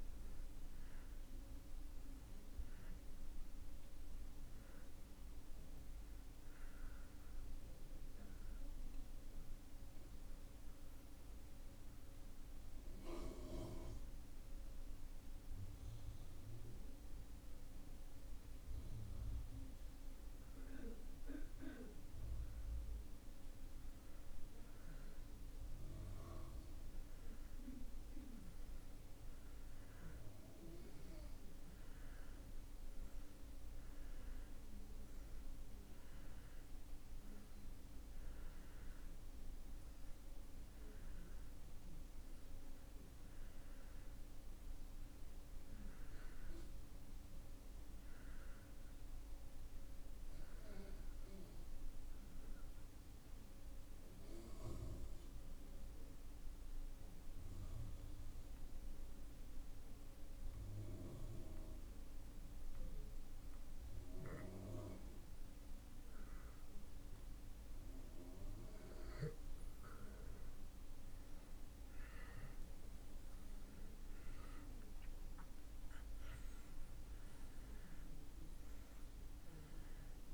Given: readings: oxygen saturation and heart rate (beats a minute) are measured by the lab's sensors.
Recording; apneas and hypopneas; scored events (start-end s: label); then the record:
breathing in sleep by a room microphone; 2
0.00-19.00 s: oxygen desaturation (device-marked, oxygen 86% lowest)
9.50-20.50 s: mixed apnea (oxygen 96% before, 86% lowest)
23.50-27.00 s: arousal
34.00-62.00 s: oxygen desaturation (device-marked, oxygen 95% before, 86% lowest)
51.00-66.50 s: mixed apnea (oxygen 95% before, 84% lowest)
68.00-72.50 s: arousal
79.00-80.33 s: oxygen desaturation (device-marked, oxygen 95% before, 84% lowest)
From the record:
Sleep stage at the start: N2 (light sleep); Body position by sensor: on the back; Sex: male